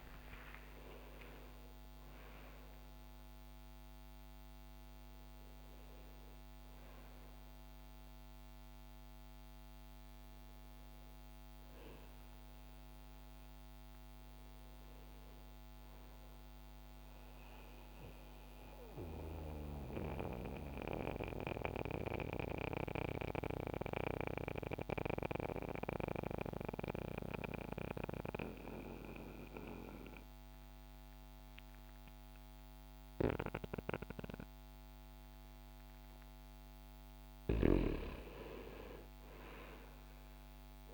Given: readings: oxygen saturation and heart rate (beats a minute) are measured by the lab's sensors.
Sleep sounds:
a person partly awake in a sleep study, by a microphone on the trachea; 1
10.50-12.50 s: oxygen desaturation (device-marked, oxygen 96% before, 93% lowest)
13.50-40.94 s: new sleep stage, N2 (light sleep)
17.00-36.00 s: mixed apnea (oxygen 96% before, 90% lowest)
38.00-40.94 s: arousal
38.50-40.94 s: oxygen desaturation (device-marked, oxygen 98% before, 90% lowest)
From the record:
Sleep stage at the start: awake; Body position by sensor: on the back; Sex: male

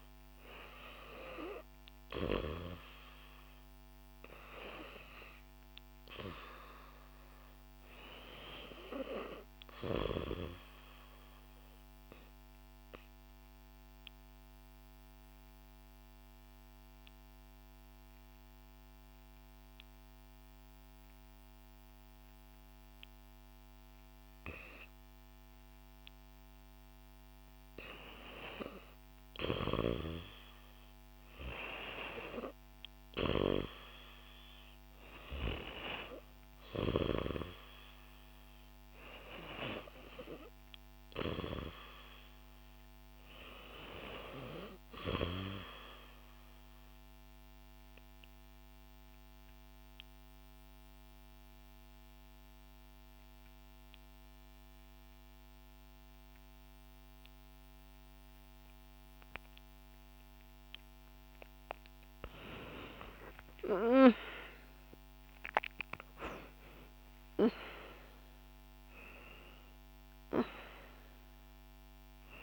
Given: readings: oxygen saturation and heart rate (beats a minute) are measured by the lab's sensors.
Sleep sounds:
breathing in sleep by a microphone on the trachea; 2
0.00-15.50 s: oxygen desaturation (device-marked, oxygen 89% lowest, heart rate 62 extreme)
11.00-26.00 s: obstructive apnea (oxygen 96% before, 88% lowest, heart rate 66 before, 63 extreme, up 0 after)
29.00-33.00 s: arousal
34.50-47.50 s: oxygen desaturation (device-marked, oxygen 93% before, 88% lowest, heart rate 63 before, 66 extreme)
46.50-61.00 s: obstructive apnea (oxygen 94% before, 88% lowest, heart rate 65 before, 68 extreme, up 16 after)
62.00-66.50 s: arousal
65.50-72.43 s: oxygen desaturation (device-marked, oxygen 94% before, 88% lowest, heart rate 69 before, 61 extreme)
From the record:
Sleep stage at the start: REM sleep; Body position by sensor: on the back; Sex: female

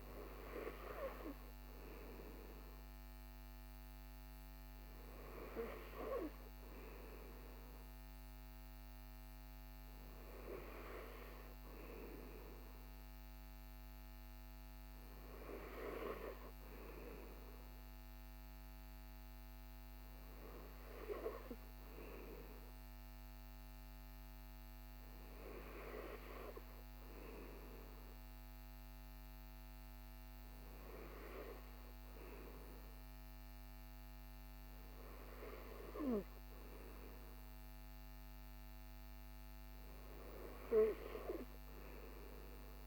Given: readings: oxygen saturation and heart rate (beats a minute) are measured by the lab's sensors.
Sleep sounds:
breathing in sleep by a microphone on the trachea; none
none scored
From the record:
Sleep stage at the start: N3 (deep sleep); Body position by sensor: on the right side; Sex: male

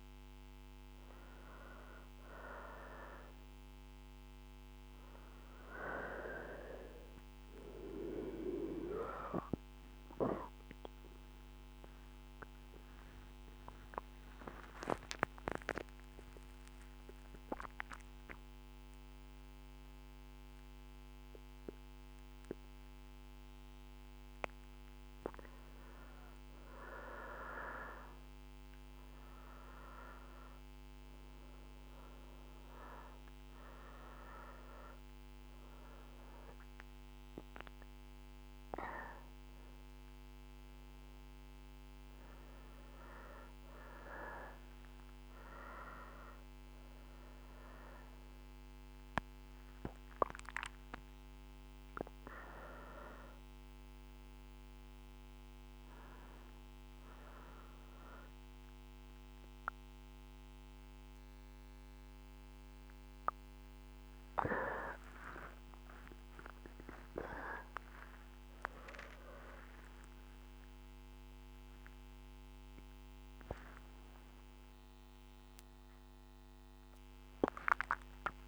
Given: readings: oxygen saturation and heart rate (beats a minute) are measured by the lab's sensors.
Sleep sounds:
a person awake in a sleep study, by a microphone on the trachea; none
14.50-78.48 s: new sleep stage, awake
31.50-46.50 s: oxygen desaturation (device-marked, oxygen 99% before, 94% lowest, heart rate 78 before, 68 extreme)
From the record:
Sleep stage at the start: N2 (light sleep); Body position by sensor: on the front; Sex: female

